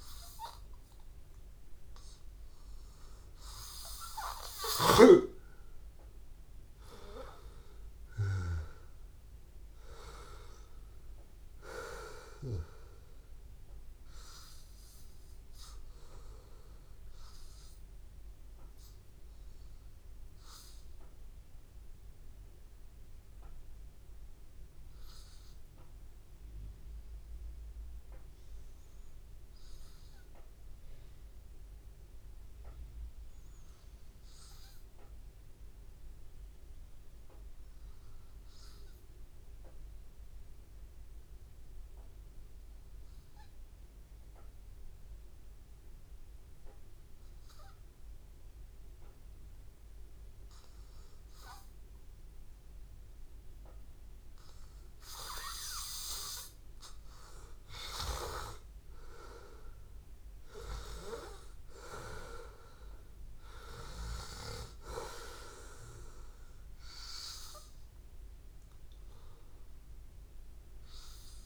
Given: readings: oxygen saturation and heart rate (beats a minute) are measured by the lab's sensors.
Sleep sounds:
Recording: breathing in sleep by a room microphone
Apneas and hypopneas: 1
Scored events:
0.00-31.00 s: oxygen desaturation (device-marked, oxygen 91% lowest, heart rate 84 extreme)
17.50-52.00 s: hypopnea (oxygen 97% before, 91% lowest, heart rate 86 before, 84 extreme, up 1 after)
49.00-71.45 s: oxygen desaturation (device-marked, oxygen 98% before, 93% lowest, heart rate 84 before, 83 extreme)
54.00-58.00 s: arousal
From the record:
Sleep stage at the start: N2 (light sleep)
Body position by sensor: on the back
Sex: male

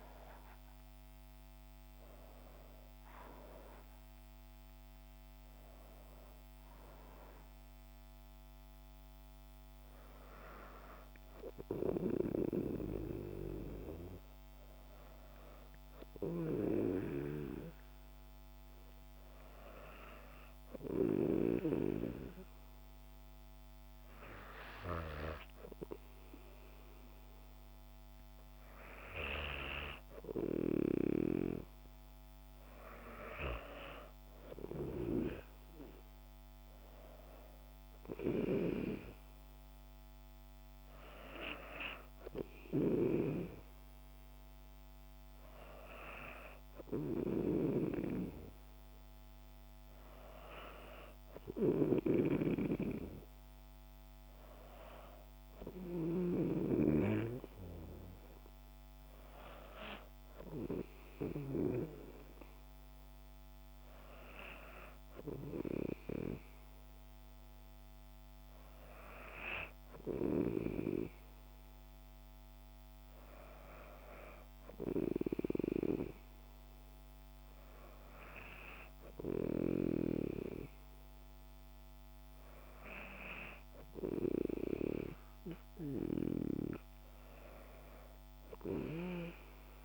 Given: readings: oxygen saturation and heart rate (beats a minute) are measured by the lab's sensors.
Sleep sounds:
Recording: breathing in sleep by a microphone on the trachea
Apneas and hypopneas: 1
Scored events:
19.50-32.00 s: hypopnea (oxygen 95% before, 93% lowest, heart rate 63 before, 57 extreme, up 3 after)
33.50-37.00 s: arousal
35.00-55.00 s: oxygen desaturation (device-marked, oxygen 97% before, 93% lowest, heart rate 59 before, 57 extreme)
47.50-56.50 s: snoring (device-marked)
From the record:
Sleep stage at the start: N2 (light sleep)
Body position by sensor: on the back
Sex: female

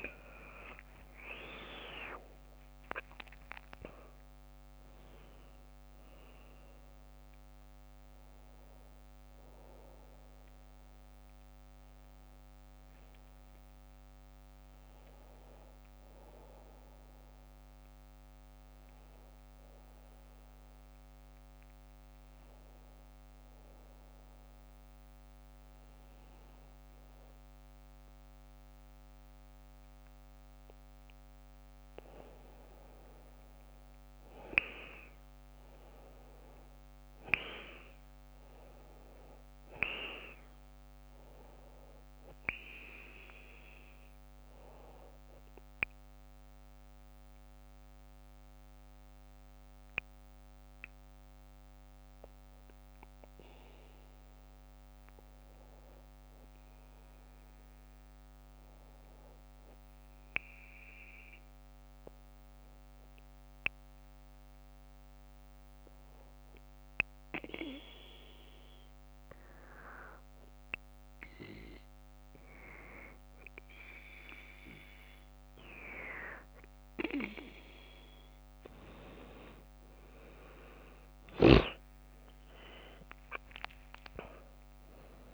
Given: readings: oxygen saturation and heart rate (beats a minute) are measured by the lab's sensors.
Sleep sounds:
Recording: a person partly awake in a sleep study, by a microphone on the trachea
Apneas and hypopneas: 3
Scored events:
0.00-19.00 s: oxygen desaturation (device-marked, oxygen 92% lowest, heart rate 55 extreme)
20.00-85.34 s: new sleep stage, N2 (light sleep)
21.50-32.50 s: hypopnea (oxygen 98% before, 90% lowest, heart rate 62 before, 59 extreme, up 6 after)
33.00-56.00 s: oxygen desaturation (device-marked, oxygen 98% before, 90% lowest, heart rate 59 before, 58 extreme)
35.00-40.00 s: arousal
45.50-55.50 s: obstructive apnea (oxygen 98% before, 90% lowest, heart rate 62 before, 58 extreme, up 5 after)
56.50-59.50 s: arousal
61.50-71.50 s: hypopnea (oxygen 98% before, 90% lowest, heart rate 63 before, 54 extreme, up 5 after)
73.50-77.00 s: arousal
74.00-85.34 s: oxygen desaturation (device-marked, oxygen 97% before, 92% lowest, heart rate 61 before, 53 extreme)
From the record:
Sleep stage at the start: awake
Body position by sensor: on the back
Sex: female

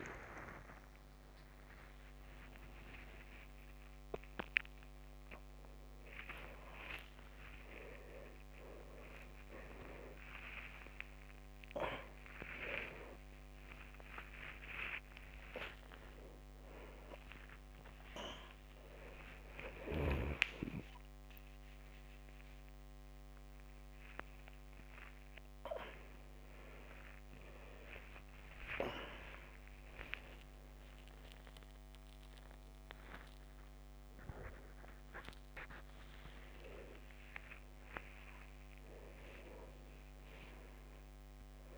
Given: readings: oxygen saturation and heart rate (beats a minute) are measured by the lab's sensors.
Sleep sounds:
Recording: a person awake in a sleep study, by a microphone on the trachea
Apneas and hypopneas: none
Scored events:
none scored
From the record:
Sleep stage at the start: awake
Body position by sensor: on the back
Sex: male

